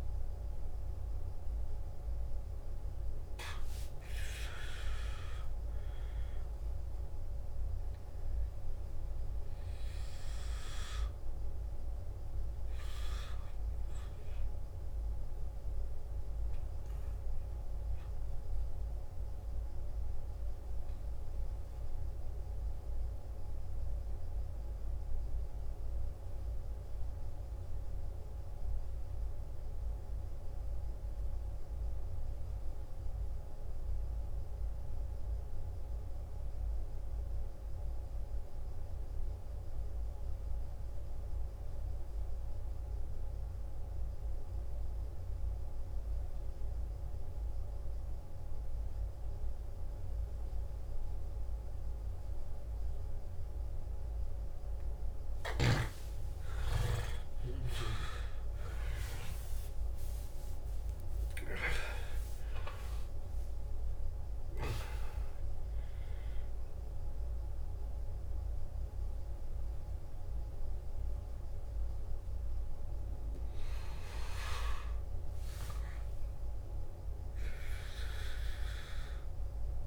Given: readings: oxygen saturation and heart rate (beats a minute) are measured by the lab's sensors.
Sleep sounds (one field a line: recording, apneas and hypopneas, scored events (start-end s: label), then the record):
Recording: breathing in sleep by a room microphone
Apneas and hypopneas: 1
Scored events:
0.00-23.50 s: oxygen desaturation (device-marked, oxygen 90% lowest, heart rate 54 extreme)
12.50-55.00 s: mixed apnea (oxygen 97% before, 87% lowest, heart rate 63 before, 54 extreme, up 33 after)
43.50-79.87 s: oxygen desaturation (device-marked, oxygen 98% before, 87% lowest, heart rate 55 before, 53 extreme)
56.50-61.00 s: arousal
60.50-62.50 s: long interval between heartbeats (device-marked, heart rate 57 before, 84 extreme)
67.50-79.87 s: new sleep stage, N1 (lightest sleep)
From the record:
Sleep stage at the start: N2 (light sleep)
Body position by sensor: on the back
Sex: male